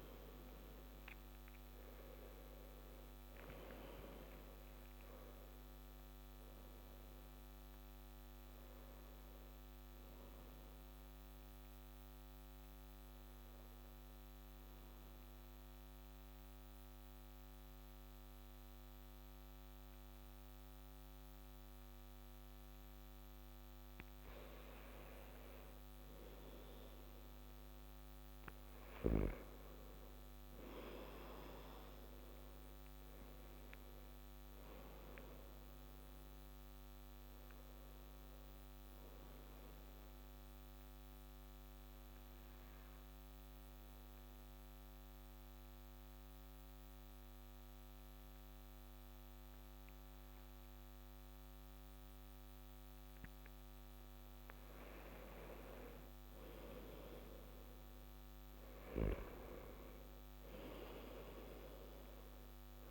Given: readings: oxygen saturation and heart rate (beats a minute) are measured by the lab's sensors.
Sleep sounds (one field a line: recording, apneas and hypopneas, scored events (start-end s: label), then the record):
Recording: breathing in sleep by a microphone on the trachea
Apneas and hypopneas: 2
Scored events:
0.00-3.00 s: arousal
10.00-23.50 s: obstructive apnea (oxygen 96% before, 91% lowest)
28.00-62.91 s: new sleep stage, N2 (light sleep)
29.00-33.50 s: arousal
38.00-53.00 s: oxygen desaturation (device-marked, oxygen 96% before, 92% lowest)
39.50-53.00 s: central apnea (oxygen 96% before, 91% lowest)
58.50-62.50 s: arousal
From the record:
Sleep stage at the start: N1 (lightest sleep)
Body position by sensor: on the back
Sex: male